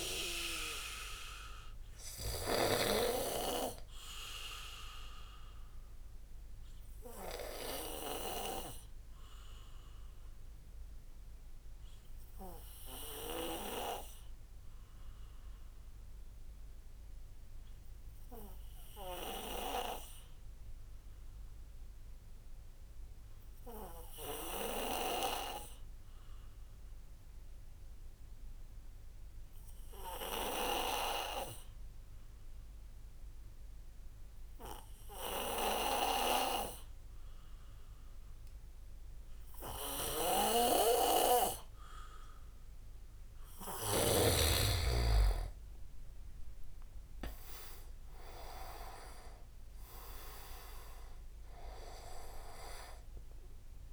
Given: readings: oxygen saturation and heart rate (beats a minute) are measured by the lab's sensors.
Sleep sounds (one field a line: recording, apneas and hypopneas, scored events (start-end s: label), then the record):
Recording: breathing in sleep by a room microphone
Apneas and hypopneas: 1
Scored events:
0.00-3.00 s: snoring (device-marked)
0.00-18.00 s: oxygen desaturation (device-marked, oxygen 92% lowest)
7.00-42.50 s: obstructive apnea (oxygen 98% before, 91% lowest)
34.00-53.93 s: oxygen desaturation (device-marked, oxygen 97% before, 91% lowest)
40.00-44.50 s: snoring (device-marked)
45.00-49.50 s: arousal
47.50-50.00 s: leg movement (device-marked)
From the record:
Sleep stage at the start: N2 (light sleep)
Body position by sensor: on the back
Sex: male